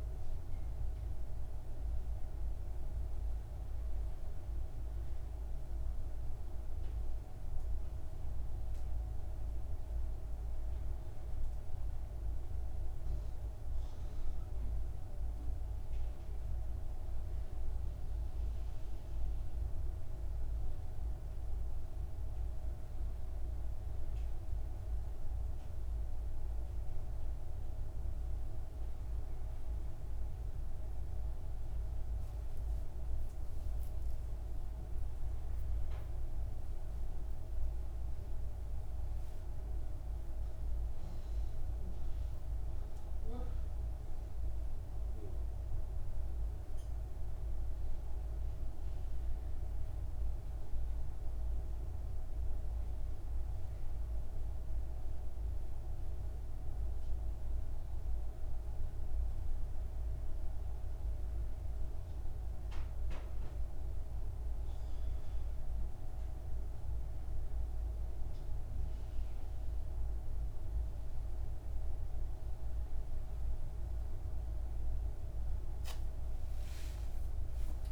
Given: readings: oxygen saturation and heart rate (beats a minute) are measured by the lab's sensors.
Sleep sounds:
a person awake in a sleep study, hard to hear, by a room microphone; none
none scored
From the record:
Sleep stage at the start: awake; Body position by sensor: on the back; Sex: male

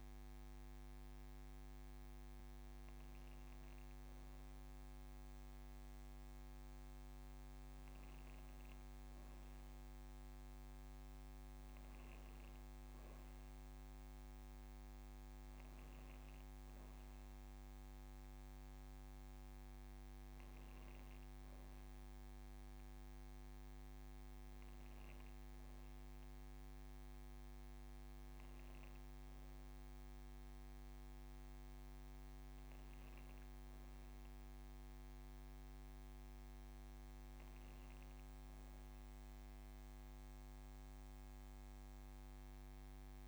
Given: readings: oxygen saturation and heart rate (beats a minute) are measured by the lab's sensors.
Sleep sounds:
breathing in sleep, hard to hear, by a microphone on the trachea; none
none scored
From the record:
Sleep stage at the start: N1 (lightest sleep); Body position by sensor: on the back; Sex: female

